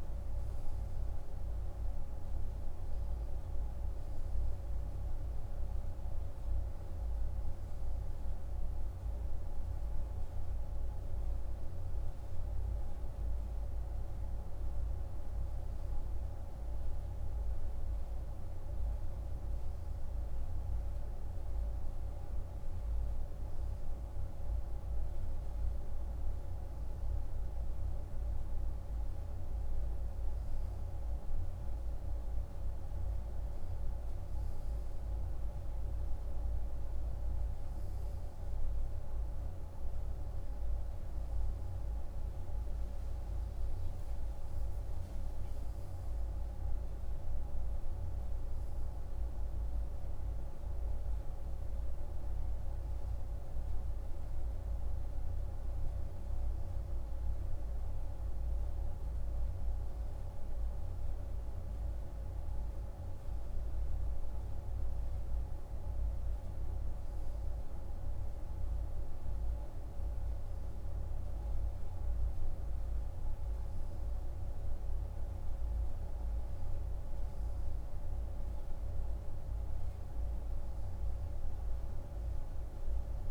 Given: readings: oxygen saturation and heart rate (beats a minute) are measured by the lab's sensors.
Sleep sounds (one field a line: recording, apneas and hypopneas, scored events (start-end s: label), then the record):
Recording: breathing in sleep, hard to hear, by a room microphone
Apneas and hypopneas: none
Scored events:
40.50-45.00 s: arousal
From the record:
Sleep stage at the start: N2 (light sleep)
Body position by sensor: on the right side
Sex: male